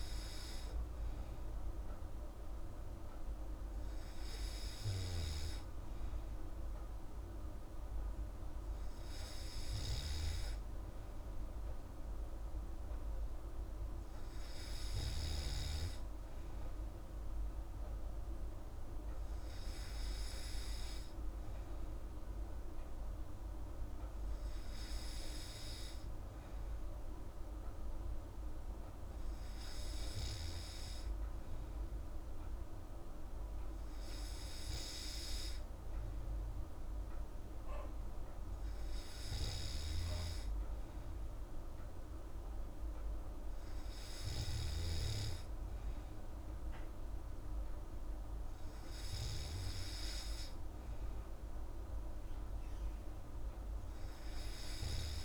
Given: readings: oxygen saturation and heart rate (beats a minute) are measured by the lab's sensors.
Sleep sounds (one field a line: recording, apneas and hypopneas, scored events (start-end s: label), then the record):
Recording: breathing in sleep, hard to hear, by a room microphone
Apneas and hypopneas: none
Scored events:
none scored
From the record:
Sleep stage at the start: N3 (deep sleep)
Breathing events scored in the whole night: 86 in 5.5 hours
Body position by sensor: on the back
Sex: female